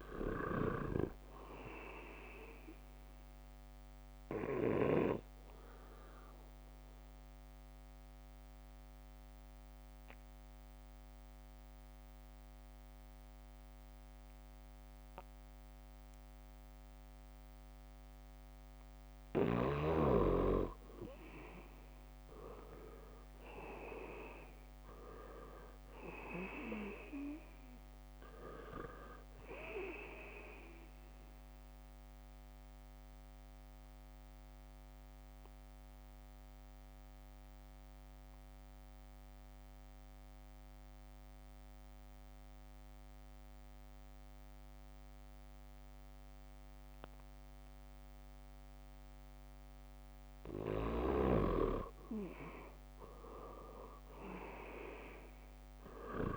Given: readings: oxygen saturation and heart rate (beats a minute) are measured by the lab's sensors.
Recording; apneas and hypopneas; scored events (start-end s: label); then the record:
breathing in sleep by a microphone on the trachea; 2
0.00-1.50 s: snoring (device-marked)
0.00-15.00 s: oxygen desaturation (device-marked, oxygen 83% lowest, heart rate 77 extreme)
8.00-22.00 s: obstructive apnea (oxygen 98% before, 83% lowest, heart rate 78 before, 77 extreme, up 0 after)
24.50-28.50 s: arousal
25.00-30.00 s: oxygen desaturation (device-marked, oxygen 98% before, 92% lowest, heart rate 80 before, 77 extreme)
32.00-42.00 s: oxygen desaturation (device-marked, oxygen 96% before, 84% lowest, heart rate 79 before, 76 extreme)
34.00-52.00 s: obstructive apnea (oxygen 98% before, 83% lowest, heart rate 79 before, 76 extreme, up 0 after)
51.00-56.37 s: oxygen desaturation (device-marked, oxygen 98% before, 83% lowest, heart rate 79 before, 77 extreme)
54.00-56.37 s: arousal
From the record:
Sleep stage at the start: N2 (light sleep); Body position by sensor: on the back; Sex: male